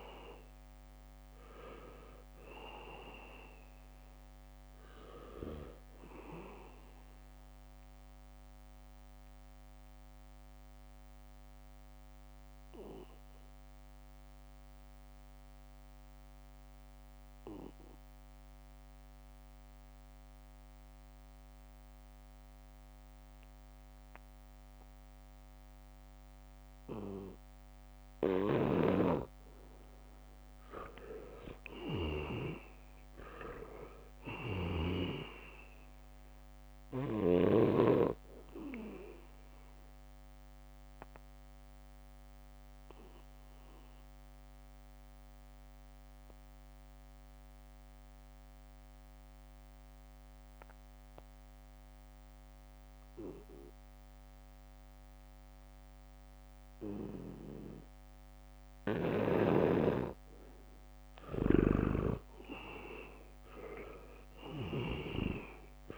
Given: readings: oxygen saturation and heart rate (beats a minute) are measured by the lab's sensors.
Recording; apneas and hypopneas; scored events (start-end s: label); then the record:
breathing in sleep by a microphone on the trachea; 2
0.00-17.00 s: oxygen desaturation (device-marked, oxygen 83% lowest, heart rate 70 extreme)
10.00-29.50 s: obstructive apnea (oxygen 99% before, 81% lowest, heart rate 75 before, 74 extreme, up 2 after)
28.50-37.00 s: leg movement (device-marked)
29.00-33.00 s: snoring (device-marked)
30.00-53.00 s: oxygen desaturation (device-marked, oxygen 99% before, 84% lowest, heart rate 77 before, 74 extreme)
32.00-35.50 s: arousal
37.50-39.00 s: leg movement (device-marked)
40.00-59.50 s: obstructive apnea (oxygen 99% before, 81% lowest, heart rate 75 before, 72 extreme, up 2 after)
41.00-44.00 s: leg movement (device-marked)
62.00-65.00 s: arousal
62.00-65.98 s: oxygen desaturation (device-marked, oxygen 98% before, 81% lowest, heart rate 76 before, 72 extreme)
62.00-65.98 s: snoring (device-marked)
From the record:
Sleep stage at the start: N2 (light sleep); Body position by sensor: on the back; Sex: male